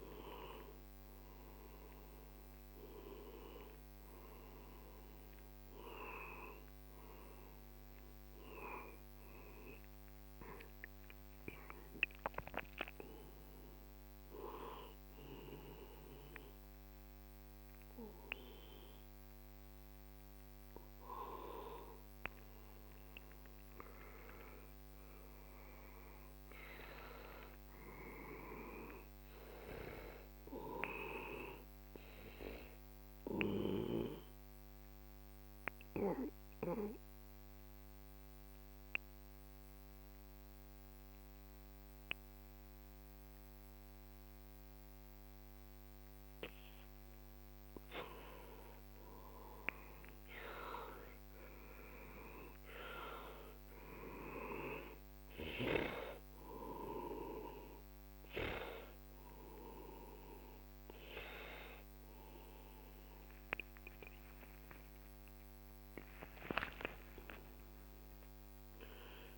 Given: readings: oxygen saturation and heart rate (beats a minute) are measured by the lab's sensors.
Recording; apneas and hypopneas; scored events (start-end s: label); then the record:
a person partly awake in a sleep study, by a microphone on the trachea; 2
9.00-21.50 s: hypopnea (oxygen 97% before, 92% lowest, heart rate 58 before, 46 extreme, up 12 after)
11.00-69.38 s: new sleep stage, N1 (lightest sleep)
23.00-27.00 s: arousal
29.00-42.00 s: oxygen desaturation (device-marked, oxygen 97% before, 93% lowest, heart rate 54 before, 49 extreme)
32.00-47.00 s: obstructive apnea (oxygen 97% before, 91% lowest, heart rate 54 before, 50 extreme, up 10 after)
48.50-52.50 s: arousal
54.00-69.00 s: oxygen desaturation (device-marked, oxygen 96% before, 92% lowest, heart rate 52 before, 46 extreme)
From the record:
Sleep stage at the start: awake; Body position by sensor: on the back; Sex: male